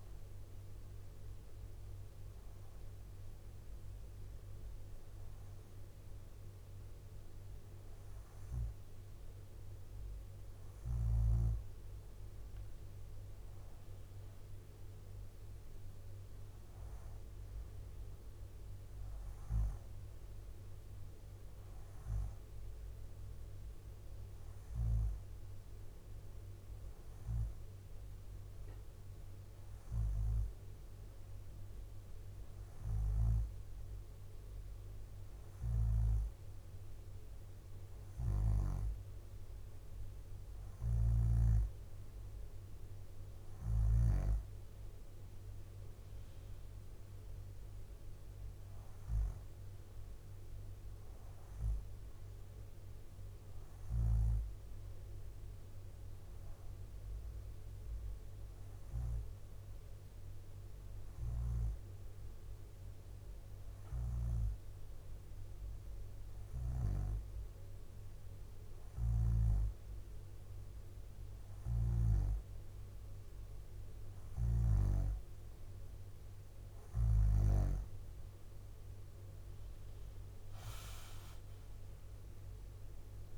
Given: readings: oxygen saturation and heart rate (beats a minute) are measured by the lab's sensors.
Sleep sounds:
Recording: breathing in sleep by a room microphone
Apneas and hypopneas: 1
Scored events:
8.00-10.00 s: bradycardia (device-marked, heart rate 64 before, 62 extreme)
14.00-23.00 s: leg movement (device-marked)
15.00-25.00 s: drop in pulse transit time (device-marked, heart rate 65 before, 64 extreme)
40.50-44.00 s: snoring (device-marked)
45.00-46.50 s: leg movement (device-marked)
49.00-53.00 s: arousal
58.50-69.50 s: hypopnea (oxygen 95% before, 93% lowest, heart rate 63 before, 57 extreme, up 2 after)
63.50-67.00 s: snoring (device-marked)
71.00-74.50 s: arousal
76.00-83.38 s: bradycardia (device-marked, heart rate 63 before, 57 extreme)
80.00-83.38 s: leg movement (device-marked)
81.50-83.38 s: arousal
From the record:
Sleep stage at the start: N2 (light sleep)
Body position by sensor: upright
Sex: female

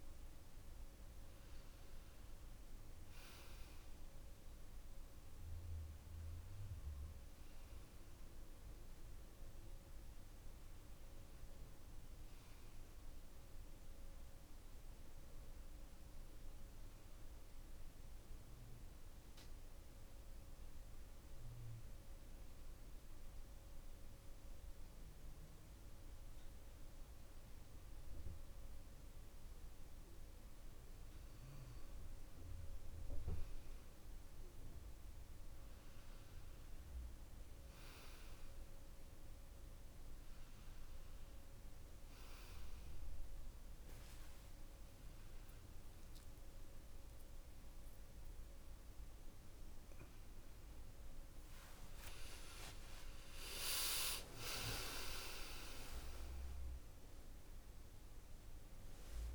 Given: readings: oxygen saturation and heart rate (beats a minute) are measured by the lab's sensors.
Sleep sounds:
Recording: a person partly awake in a sleep study, by a room microphone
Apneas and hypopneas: 1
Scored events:
0.00-20.50 s: oxygen desaturation (device-marked, oxygen 93% lowest, heart rate 58 extreme)
12.00-16.00 s: arousal
20.00-31.00 s: hypopnea (oxygen 96% before, 92% lowest, heart rate 75 before, 100 extreme, up 31 after)
39.50-58.50 s: oxygen desaturation (device-marked, oxygen 96% before, 92% lowest, heart rate 179 before, 60 extreme)
44.50-59.35 s: new sleep stage, awake
From the record:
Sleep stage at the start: N2 (light sleep)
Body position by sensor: on the back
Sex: male

